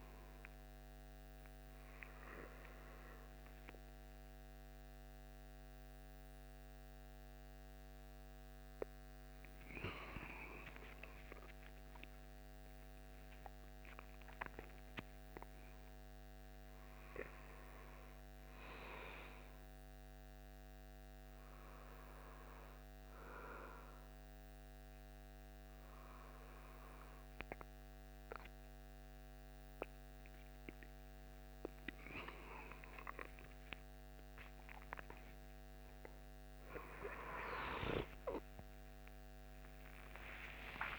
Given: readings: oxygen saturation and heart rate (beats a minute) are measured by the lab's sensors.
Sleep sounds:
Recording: a person awake in a sleep study, by a microphone on the trachea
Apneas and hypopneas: none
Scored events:
none scored
From the record:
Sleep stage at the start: awake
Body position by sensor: on the right side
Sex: male

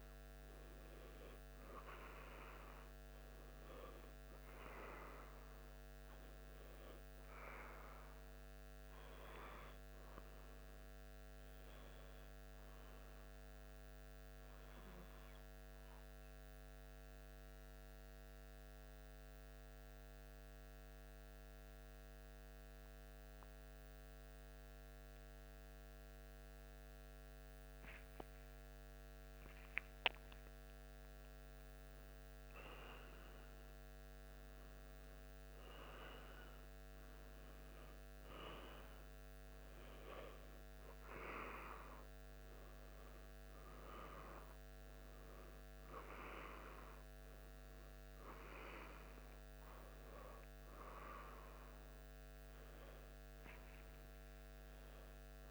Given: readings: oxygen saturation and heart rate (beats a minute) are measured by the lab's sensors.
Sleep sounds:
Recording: breathing in sleep by a microphone on the trachea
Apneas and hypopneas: 1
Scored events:
14.00-30.00 s: mixed apnea (oxygen 96% before, 93% lowest, heart rate 76 before, 74 extreme, up 1 after)
30.00-34.00 s: arousal
From the record:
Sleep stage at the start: N2 (light sleep)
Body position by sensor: on the back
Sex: male

